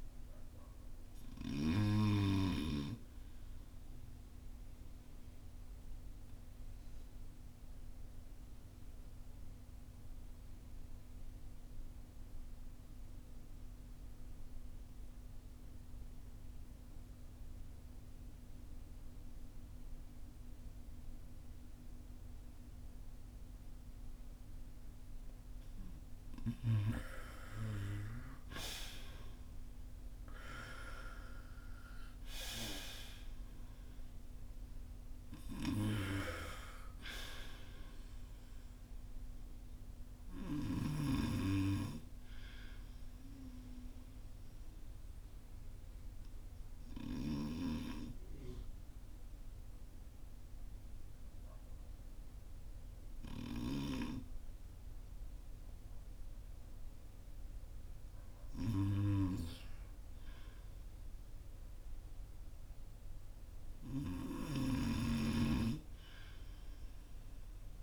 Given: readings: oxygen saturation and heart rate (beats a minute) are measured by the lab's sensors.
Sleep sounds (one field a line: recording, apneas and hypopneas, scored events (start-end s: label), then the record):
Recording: breathing in sleep by a room microphone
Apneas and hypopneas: 2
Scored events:
2.50-26.00 s: obstructive apnea (oxygen 95% before, 83% lowest, heart rate 51 before, 45 extreme, up 11 after)
27.50-33.00 s: arousal
37.50-67.50 s: oxygen desaturation (device-marked, oxygen 92% before, 83% lowest, heart rate 55 before, 49 extreme)
42.50-57.50 s: obstructive apnea (oxygen 93% before, 83% lowest, heart rate 58 before, 49 extreme, up 5 after)
59.50-63.50 s: arousal
65.00-67.83 s: snoring (device-marked)
From the record:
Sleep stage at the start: N2 (light sleep)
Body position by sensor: on the front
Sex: male